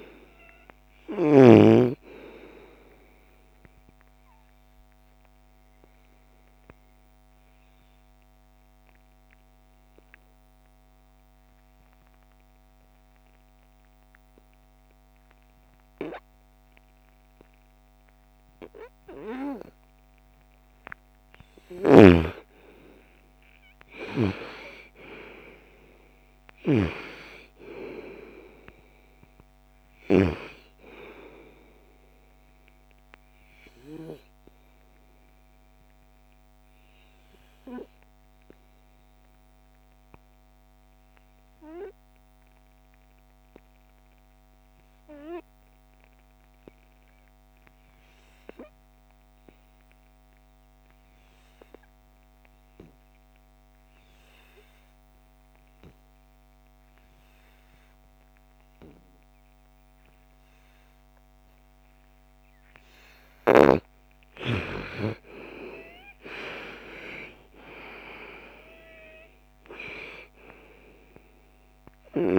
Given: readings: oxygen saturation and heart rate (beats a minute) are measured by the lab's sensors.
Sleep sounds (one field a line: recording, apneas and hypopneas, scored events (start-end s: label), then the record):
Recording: breathing in sleep by a microphone on the trachea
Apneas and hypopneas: 2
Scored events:
0.00-14.00 s: oxygen desaturation (device-marked, oxygen 87% lowest, heart rate 47 extreme)
2.50-19.50 s: obstructive apnea (oxygen 99% before, 80% lowest, heart rate 53 before, 47 extreme, up 22 after)
21.00-29.50 s: snoring (device-marked)
22.00-25.00 s: arousal
22.00-41.00 s: oxygen desaturation (device-marked, oxygen 98% before, 89% lowest, heart rate 60 before, 47 extreme)
33.00-62.00 s: obstructive apnea (oxygen 98% before, 80% lowest, heart rate 59 before, 47 extreme, up 7 after)
53.00-72.39 s: oxygen desaturation (device-marked, oxygen 98% before, 80% lowest, heart rate 55 before, 52 extreme)
64.50-68.50 s: arousal
From the record:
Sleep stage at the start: N2 (light sleep)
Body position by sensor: on the right side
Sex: female